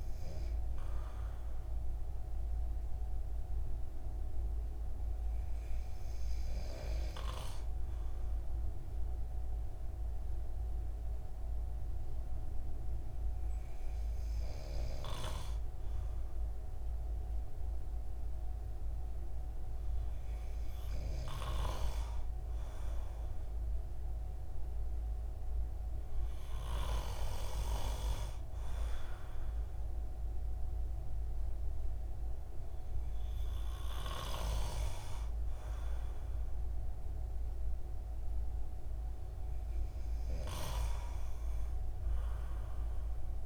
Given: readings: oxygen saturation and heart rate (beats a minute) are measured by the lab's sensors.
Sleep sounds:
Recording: breathing in sleep by a room microphone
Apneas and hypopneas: 1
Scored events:
7.50-22.50 s: hypopnea (oxygen 97% before, 95% lowest, heart rate 150 before, 118 extreme, up 37 after)
24.50-29.50 s: arousal
From the record:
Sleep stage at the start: N2 (light sleep)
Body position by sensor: on the right side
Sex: male

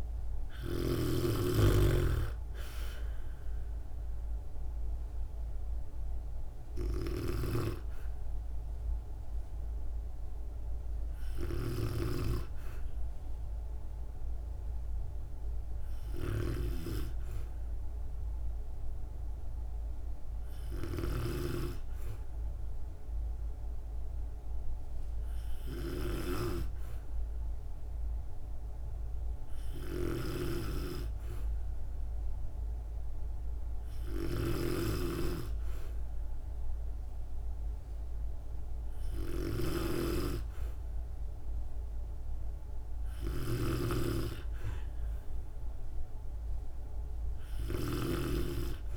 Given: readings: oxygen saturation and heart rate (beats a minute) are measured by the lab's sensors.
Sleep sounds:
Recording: breathing in sleep by a room microphone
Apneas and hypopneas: none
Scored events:
0.00-1.00 s: snoring (device-marked)
7.00-48.97 s: snoring (device-marked)
From the record:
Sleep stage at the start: N2 (light sleep)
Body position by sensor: on the back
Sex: female

